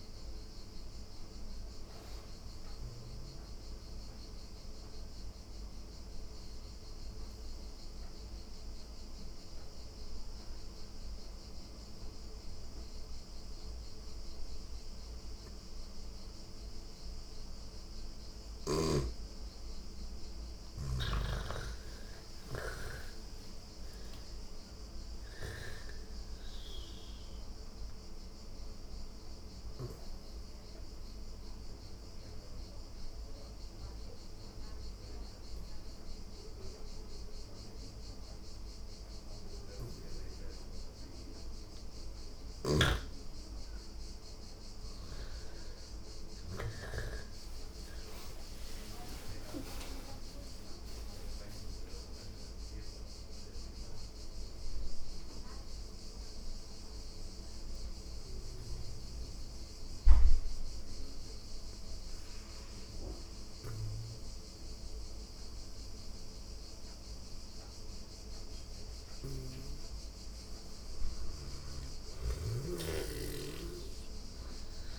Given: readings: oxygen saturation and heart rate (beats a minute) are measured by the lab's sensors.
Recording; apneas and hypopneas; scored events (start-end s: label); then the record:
breathing in sleep by a room microphone; 3
1.50-17.50 s: obstructive apnea (oxygen 97% before, 87% lowest)
2.50-15.50 s: oxygen desaturation (device-marked, oxygen 97% before, 87% lowest)
19.00-22.00 s: arousal
26.00-42.00 s: obstructive apnea (oxygen 99% before, 87% lowest)
27.50-41.50 s: oxygen desaturation (device-marked, oxygen 99% before, 88% lowest)
41.50-46.00 s: snoring (device-marked)
46.50-50.50 s: arousal
47.50-66.50 s: oxygen desaturation (device-marked, oxygen 98% before, 87% lowest)
56.50-69.00 s: mixed apnea (oxygen 98% before, 87% lowest)
70.50-74.50 s: arousal
70.50-74.99 s: snoring (device-marked)
From the record:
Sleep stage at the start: N2 (light sleep); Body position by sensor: on the back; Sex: female